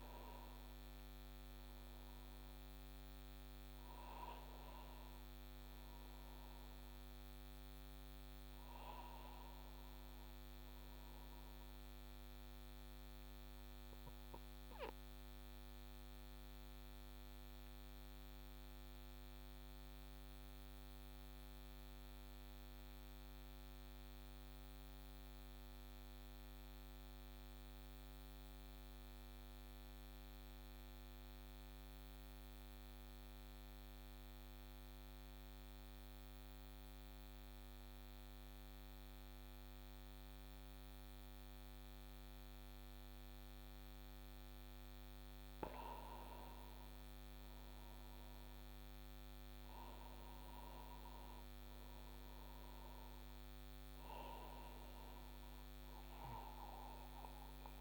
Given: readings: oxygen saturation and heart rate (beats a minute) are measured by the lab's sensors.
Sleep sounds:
breathing in sleep, hard to hear, by a microphone on the trachea; 1
0.00-2.00 s: arousal
0.00-22.50 s: oxygen desaturation (device-marked, oxygen 93% lowest)
11.00-44.00 s: obstructive apnea (oxygen 97% before, 93% lowest)
43.50-57.81 s: oxygen desaturation (device-marked, oxygen 97% before, 93% lowest)
47.00-52.50 s: arousal
From the record:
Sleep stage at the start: N2 (light sleep); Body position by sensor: on the back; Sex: male

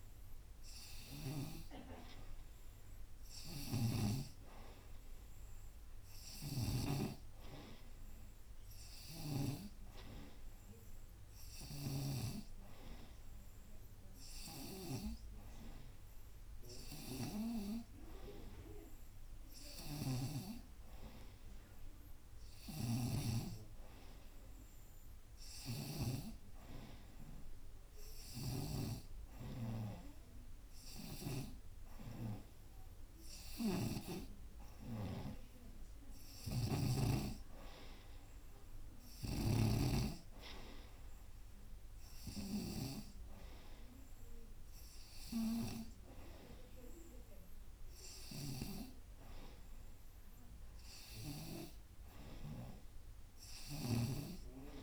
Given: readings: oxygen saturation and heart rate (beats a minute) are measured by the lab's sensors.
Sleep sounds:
breathing in sleep by a room microphone; none
0.00-1.50 s: snoring (device-marked)
3.50-7.00 s: snoring (device-marked)
7.00-17.00 s: oxygen desaturation (device-marked, oxygen 94% before, 89% lowest, heart rate 86 before, 86 extreme)
22.50-29.00 s: snoring (device-marked)
33.50-37.00 s: snoring (device-marked)
39.00-43.00 s: snoring (device-marked)
53.50-54.83 s: snoring (device-marked)
From the record:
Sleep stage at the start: N2 (light sleep); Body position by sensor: on the right side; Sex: female

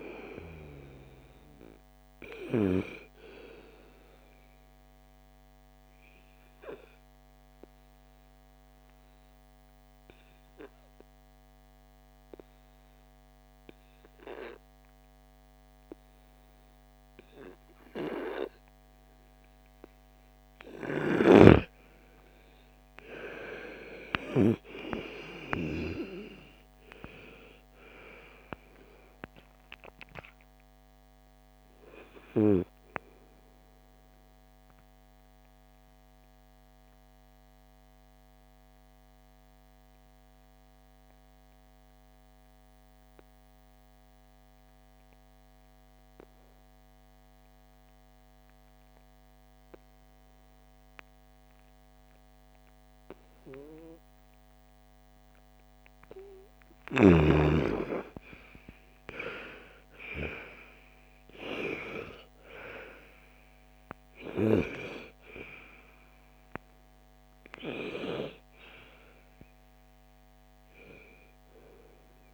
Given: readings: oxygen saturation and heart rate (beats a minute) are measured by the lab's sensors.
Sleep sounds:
breathing in sleep by a microphone on the trachea; 2
0.00-10.50 s: oxygen desaturation (device-marked, oxygen 93% lowest, heart rate 46 extreme)
5.00-20.00 s: obstructive apnea (oxygen 98% before, 85% lowest, heart rate 48 before, 46 extreme, up 13 after)
22.50-26.50 s: arousal
25.50-47.50 s: oxygen desaturation (device-marked, oxygen 98% before, 90% lowest, heart rate 57 before, 47 extreme)
37.00-55.50 s: obstructive apnea (oxygen 98% before, 84% lowest, heart rate 60 before, 47 extreme, up 2 after)
57.00-61.00 s: arousal
60.50-72.34 s: oxygen desaturation (device-marked, oxygen 98% before, 85% lowest, heart rate 56 before, 37 extreme)
From the record:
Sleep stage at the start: N2 (light sleep); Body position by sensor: on the right side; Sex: female

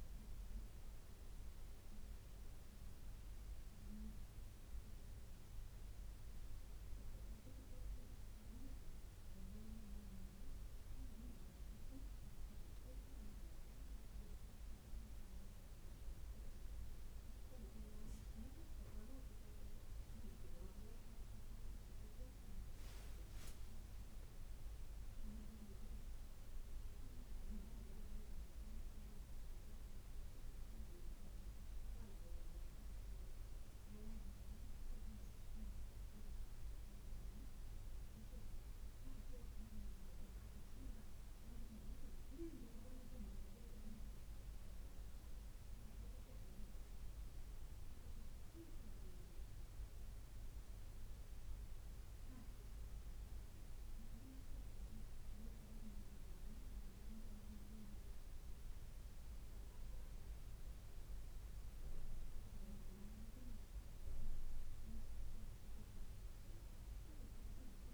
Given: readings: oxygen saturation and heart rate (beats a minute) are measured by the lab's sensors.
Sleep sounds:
a person awake in a sleep study, by a room microphone; none
34.50-67.94 s: new sleep stage, N1 (lightest sleep)
From the record:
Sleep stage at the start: awake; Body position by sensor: on the right side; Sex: female

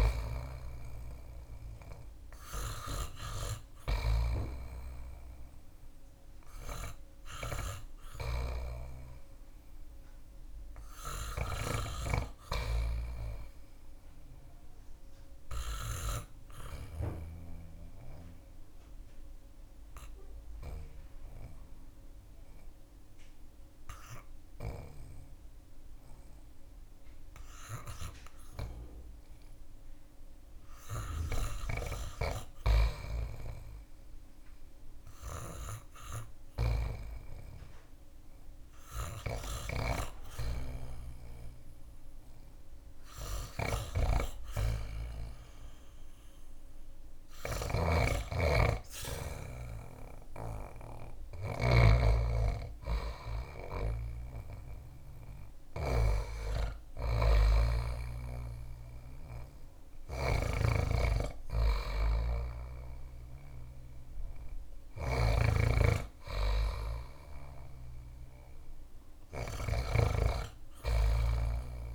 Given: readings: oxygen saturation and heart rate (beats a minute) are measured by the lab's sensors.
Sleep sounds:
breathing in sleep by a room microphone; 1
0.00-3.50 s: snoring (device-marked)
0.00-8.50 s: oxygen desaturation (device-marked, oxygen 87% lowest)
11.50-71.95 s: new sleep stage, N2 (light sleep)
17.00-32.00 s: obstructive apnea (oxygen 92% before, 83% lowest)
35.50-39.00 s: arousal
43.00-71.95 s: snoring (device-marked)
45.50-71.95 s: oxygen desaturation (device-marked, oxygen 95% before, 83% lowest)
From the record:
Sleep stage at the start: REM sleep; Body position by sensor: on the back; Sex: male

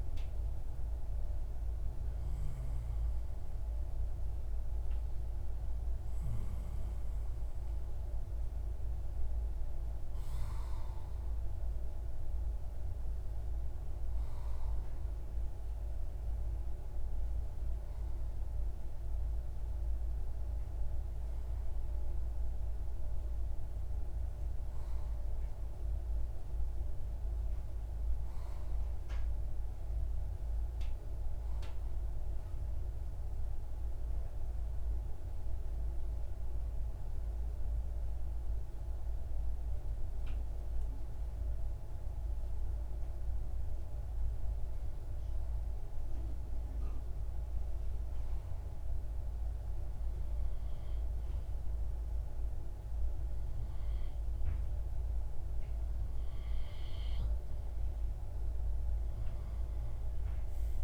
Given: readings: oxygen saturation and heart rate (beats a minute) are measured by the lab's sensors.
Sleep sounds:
breathing in sleep, hard to hear, by a room microphone; 1
9.00-12.50 s: arousal
16.00-53.50 s: hypopnea (oxygen 95% before, 95% lowest)
56.50-60.83 s: arousal
From the record:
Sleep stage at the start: REM sleep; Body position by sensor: on the left side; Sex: male

